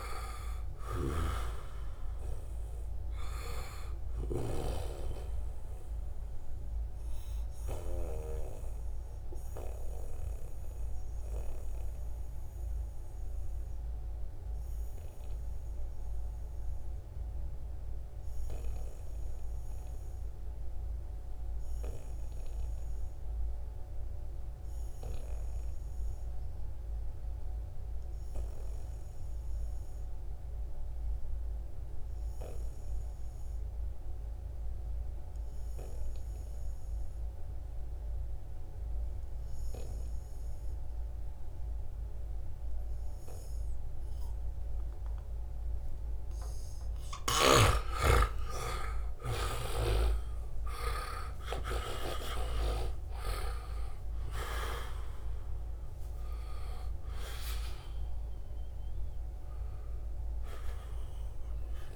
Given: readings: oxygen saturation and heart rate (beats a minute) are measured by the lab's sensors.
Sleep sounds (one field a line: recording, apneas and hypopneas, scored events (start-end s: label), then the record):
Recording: breathing in sleep by a room microphone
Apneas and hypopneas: 1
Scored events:
0.00-4.00 s: snoring (device-marked)
0.00-17.50 s: oxygen desaturation (device-marked, oxygen 89% lowest, heart rate 60 extreme)
5.50-46.00 s: obstructive apnea (oxygen 97% before, 87% lowest, heart rate 71 before, 59 extreme, up 18 after)
36.50-61.96 s: oxygen desaturation (device-marked, oxygen 97% before, 87% lowest, heart rate 66 before, 59 extreme)
47.50-53.00 s: arousal
From the record:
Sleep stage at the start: N2 (light sleep)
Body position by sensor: on the back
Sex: male